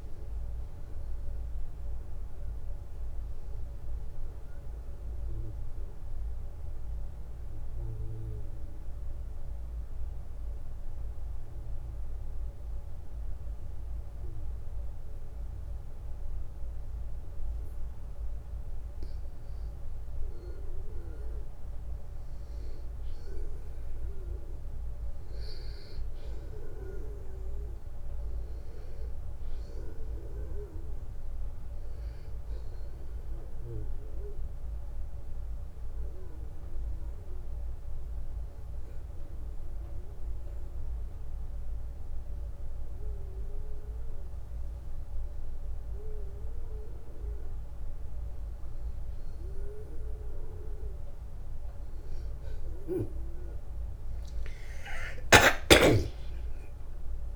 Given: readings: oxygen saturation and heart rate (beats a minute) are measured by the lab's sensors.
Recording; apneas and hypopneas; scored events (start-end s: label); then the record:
breathing in sleep by a room microphone; 2
0.00-16.00 s: oxygen desaturation (device-marked, oxygen 93% lowest, heart rate 60 extreme)
5.00-19.00 s: obstructive apnea (oxygen 97% before, 93% lowest, heart rate 63 before, 60 extreme, up 5 after)
17.00-47.00 s: new sleep stage, N2 (light sleep)
23.00-27.50 s: arousal
34.00-45.00 s: obstructive apnea (oxygen 97% before, 93% lowest, heart rate 64 before, 61 extreme, up 0 after)
47.00-57.35 s: new sleep stage, awake
From the record:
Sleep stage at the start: N1 (lightest sleep); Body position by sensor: on the back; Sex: male